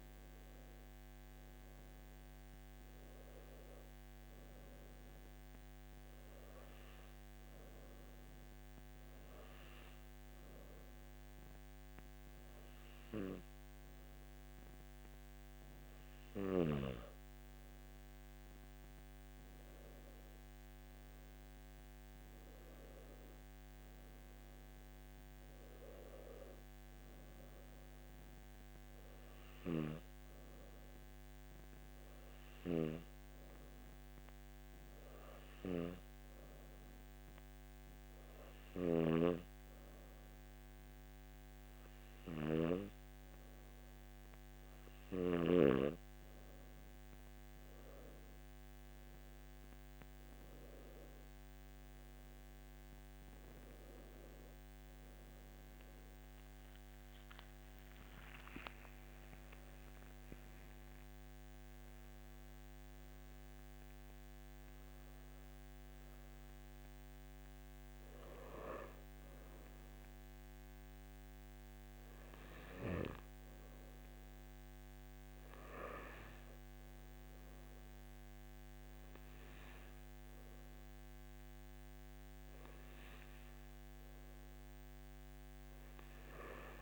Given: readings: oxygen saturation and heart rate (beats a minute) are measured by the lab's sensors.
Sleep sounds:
breathing in sleep by a microphone on the trachea; 2
7.00-18.50 s: hypopnea (oxygen 97% before, 94% lowest, heart rate 59 before, 55 extreme, up 7 after)
35.00-46.00 s: hypopnea (oxygen 97% before, 94% lowest, heart rate 60 before, 59 extreme, up 6 after)
38.50-45.50 s: snoring (device-marked)
41.00-86.82 s: new sleep stage, N1 (lightest sleep)
From the record:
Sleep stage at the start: N3 (deep sleep); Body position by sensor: on the back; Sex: male

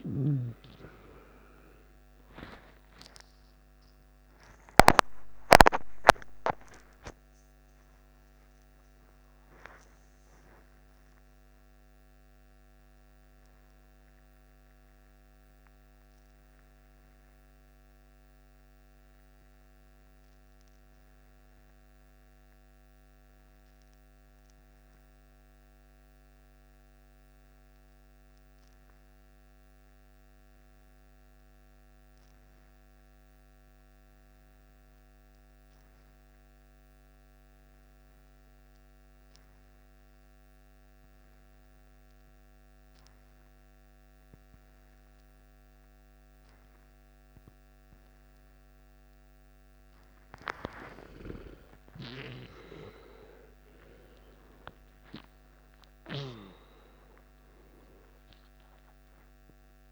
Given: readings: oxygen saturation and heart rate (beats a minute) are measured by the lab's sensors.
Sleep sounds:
breathing in sleep by a microphone on the trachea; 1
0.00-16.50 s: oxygen desaturation (device-marked, oxygen 88% lowest, heart rate 55 extreme)
16.50-49.00 s: mixed apnea (oxygen 92% before, 90% lowest, heart rate 68 before, 55 extreme, up 12 after)
40.50-59.92 s: oxygen desaturation (device-marked, oxygen 98% before, 90% lowest, heart rate 56 before, 53 extreme)
51.00-56.50 s: arousal
From the record:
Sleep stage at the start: N2 (light sleep); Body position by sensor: on the left side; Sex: male

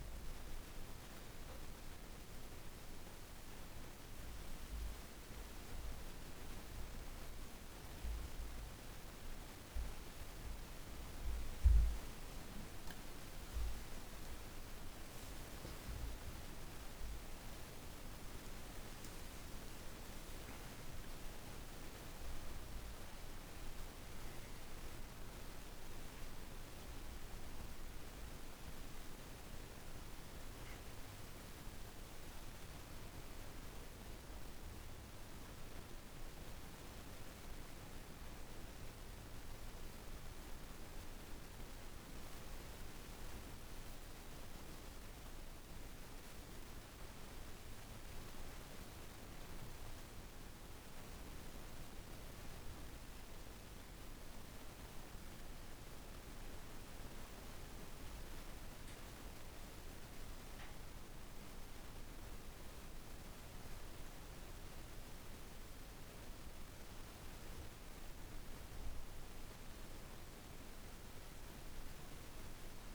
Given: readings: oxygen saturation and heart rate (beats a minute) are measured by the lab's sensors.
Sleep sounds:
breathing in sleep, hard to hear, by a room microphone; none
10.50-14.50 s: arousal
15.50-45.50 s: new sleep stage, N1 (lightest sleep)
45.50-72.95 s: new sleep stage, N2 (light sleep)
From the record:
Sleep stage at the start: REM sleep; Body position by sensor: on the back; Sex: female

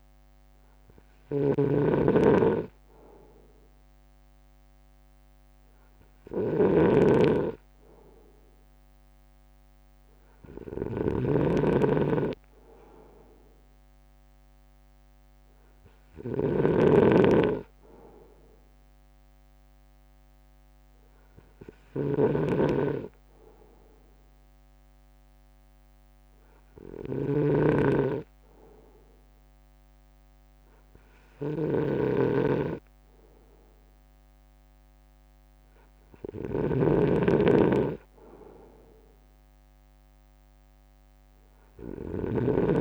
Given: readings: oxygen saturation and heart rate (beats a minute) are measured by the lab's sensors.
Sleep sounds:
breathing in sleep by a microphone on the trachea; none
0.00-42.81 s: snoring (device-marked)
6.50-18.50 s: drop in pulse transit time (device-marked, heart rate 55 before, 53 extreme)
35.50-42.81 s: drop in pulse transit time (device-marked, heart rate 55 before, 53 extreme)
From the record:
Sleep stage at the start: N2 (light sleep); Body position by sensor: on the front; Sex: male

